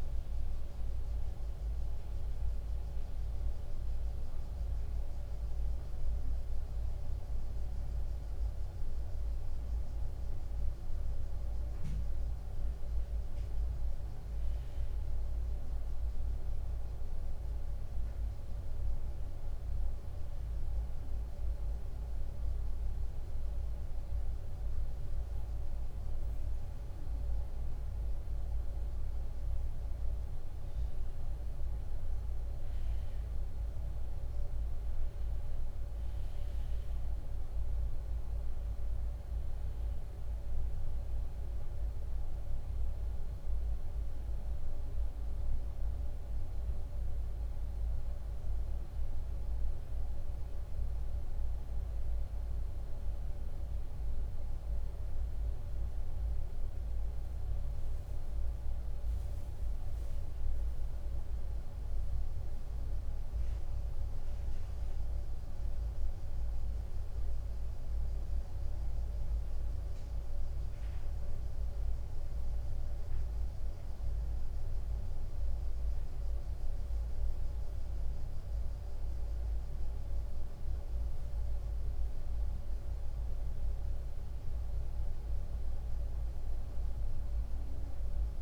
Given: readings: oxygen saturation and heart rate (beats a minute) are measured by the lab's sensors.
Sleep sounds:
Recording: a person partly awake in a sleep study, hard to hear, by a room microphone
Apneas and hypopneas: 1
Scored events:
14.50-88.42 s: new sleep stage, N1 (lightest sleep)
21.50-32.50 s: mixed apnea (oxygen 96% before, 93% lowest, heart rate 93 before, 93 extreme, up 3 after)
35.00-39.50 s: arousal
36.50-44.50 s: drop in pulse transit time (device-marked, heart rate 93 before, 95 extreme)
38.50-49.50 s: oxygen desaturation (device-marked, oxygen 96% before, 93% lowest, heart rate 93 before, 98 extreme)
44.50-50.50 s: tachycardia (device-marked, heart rate 99 before, 102 extreme)
54.50-86.50 s: drop in pulse transit time (device-marked, heart rate 98 before, 98 extreme)
59.50-88.42 s: tachycardia (device-marked, heart rate 99 before, 103 extreme)
From the record:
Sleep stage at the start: awake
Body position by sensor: on the right side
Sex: male

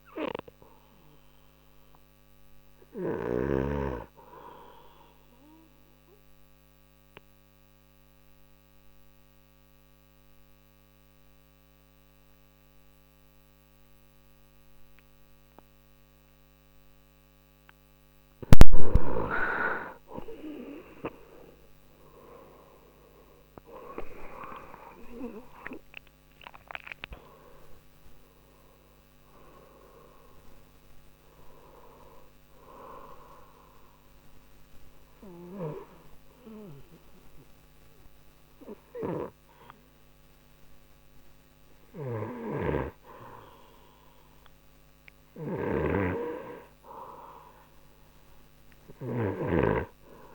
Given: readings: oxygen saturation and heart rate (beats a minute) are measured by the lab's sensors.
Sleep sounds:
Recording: breathing in sleep by a microphone on the trachea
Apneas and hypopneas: 2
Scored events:
0.00-13.00 s: oxygen desaturation (device-marked, oxygen 90% lowest, heart rate 43 extreme)
4.00-17.50 s: obstructive apnea (oxygen 96% before, 90% lowest, heart rate 54 before, 44 extreme, up 2 after)
21.50-26.50 s: arousal
24.00-39.00 s: oxygen desaturation (device-marked, oxygen 96% before, 90% lowest, heart rate 52 before, 55 extreme)
34.00-44.50 s: hypopnea (oxygen 96% before, 90% lowest, heart rate 52 before, 59 extreme, up 2 after)
42.50-49.50 s: snoring (device-marked)
47.00-50.35 s: arousal
From the record:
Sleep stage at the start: N2 (light sleep)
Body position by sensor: on the right side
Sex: male

